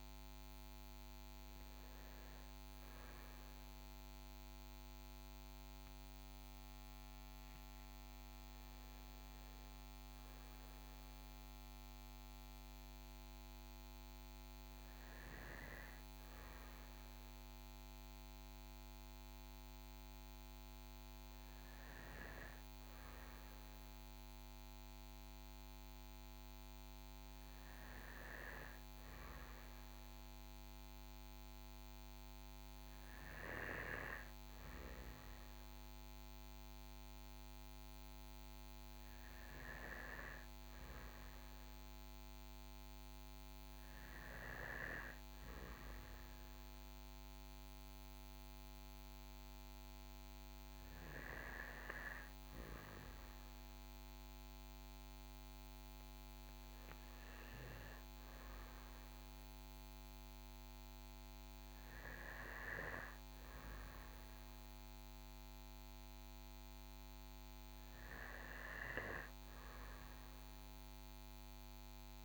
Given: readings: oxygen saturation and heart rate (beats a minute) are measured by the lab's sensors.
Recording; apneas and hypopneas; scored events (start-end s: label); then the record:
breathing in sleep by a microphone on the trachea; none
none scored
From the record:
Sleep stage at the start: N2 (light sleep); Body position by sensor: on the right side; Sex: male